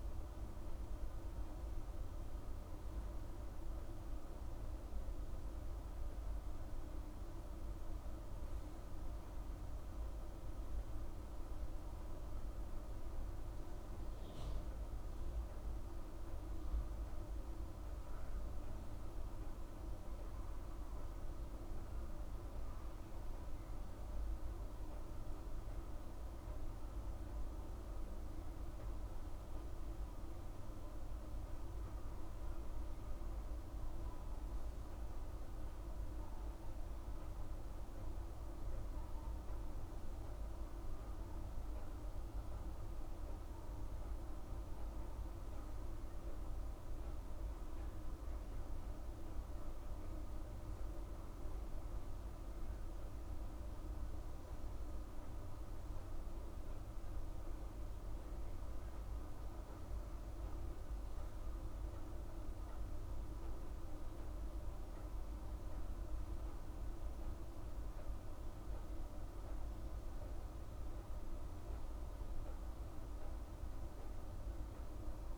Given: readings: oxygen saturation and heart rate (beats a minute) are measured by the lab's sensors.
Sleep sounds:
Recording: breathing in sleep, hard to hear, by a room microphone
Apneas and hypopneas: none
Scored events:
none scored
From the record:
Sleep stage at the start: N3 (deep sleep)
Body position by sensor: on the right side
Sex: female

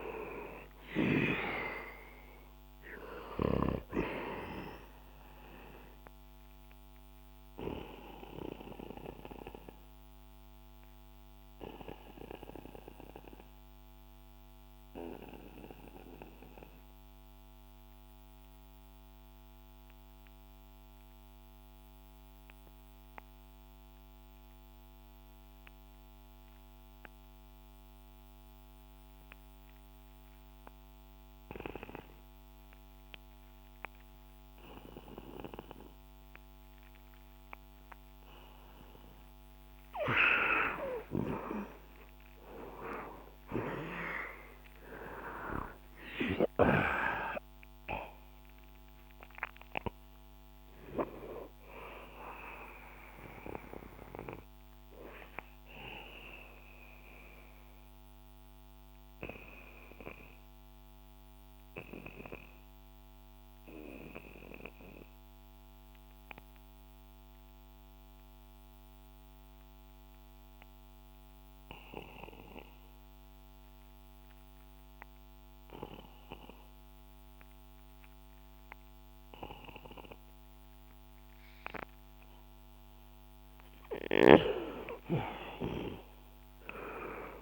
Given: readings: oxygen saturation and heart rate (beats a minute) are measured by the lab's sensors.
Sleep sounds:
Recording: breathing in sleep by a microphone on the trachea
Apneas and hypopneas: 2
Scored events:
2.00-26.00 s: oxygen desaturation (device-marked, oxygen 99% before, 89% lowest, heart rate 69 before, 61 extreme)
5.50-38.50 s: obstructive apnea (oxygen 99% before, 88% lowest, heart rate 70 before, 61 extreme, up 11 after)
37.00-57.00 s: oxygen desaturation (device-marked, oxygen 99% before, 92% lowest, heart rate 66 before, 62 extreme)
42.00-48.00 s: arousal
57.00-83.00 s: mixed apnea (oxygen 99% before, 88% lowest, heart rate 71 before, 59 extreme, up 10 after)
64.00-74.00 s: oxygen desaturation (device-marked, oxygen 93% before, 88% lowest, heart rate 70 before, 63 extreme)
From the record:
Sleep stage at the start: N2 (light sleep)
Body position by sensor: on the back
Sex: male

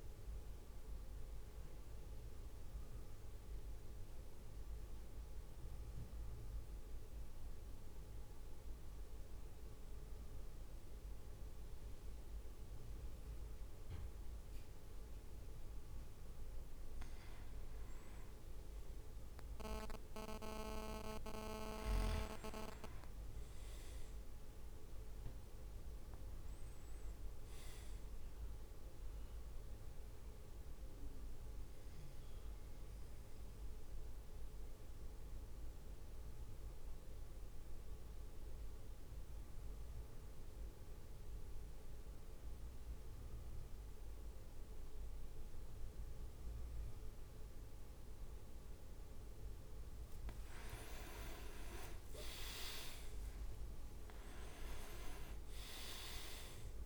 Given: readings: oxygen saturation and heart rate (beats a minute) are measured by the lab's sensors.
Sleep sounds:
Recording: breathing in sleep by a room microphone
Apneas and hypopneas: 2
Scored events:
0.00-1.50 s: drop in pulse transit time (device-marked, heart rate 55 extreme)
3.50-17.00 s: obstructive apnea (oxygen 98% before, 94% lowest, heart rate 58 before, 51 extreme, up 2 after)
21.00-25.00 s: arousal
23.00-24.50 s: leg movement (device-marked)
24.50-26.00 s: leg movement (device-marked)
30.50-49.00 s: mixed apnea (oxygen 100% before, 95% lowest, heart rate 59 before, 51 extreme, up 8 after)
50.50-56.50 s: leg movement (device-marked)
51.50-56.86 s: drop in pulse transit time (device-marked, heart rate 54 before, 56 extreme)
53.50-56.86 s: arousal
From the record:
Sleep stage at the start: N2 (light sleep)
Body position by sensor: on the back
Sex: male

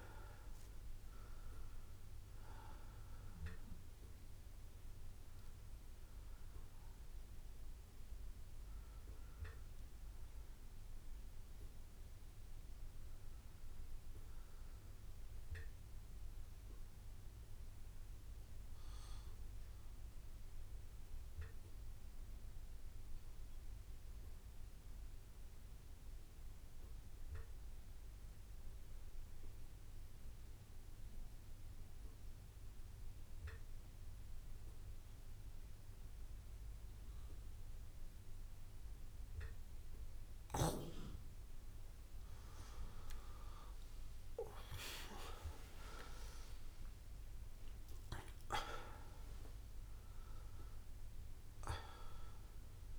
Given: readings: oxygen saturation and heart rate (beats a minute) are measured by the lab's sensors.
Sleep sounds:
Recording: breathing in sleep by a room microphone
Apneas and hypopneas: 1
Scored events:
2.00-20.00 s: oxygen desaturation (device-marked, oxygen 98% before, 86% lowest)
5.00-40.50 s: obstructive apnea (oxygen 99% before, 86% lowest)
38.00-52.99 s: oxygen desaturation (device-marked, oxygen 100% before, 87% lowest)
43.00-48.00 s: arousal
From the record:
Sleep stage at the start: REM sleep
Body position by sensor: on the right side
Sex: male

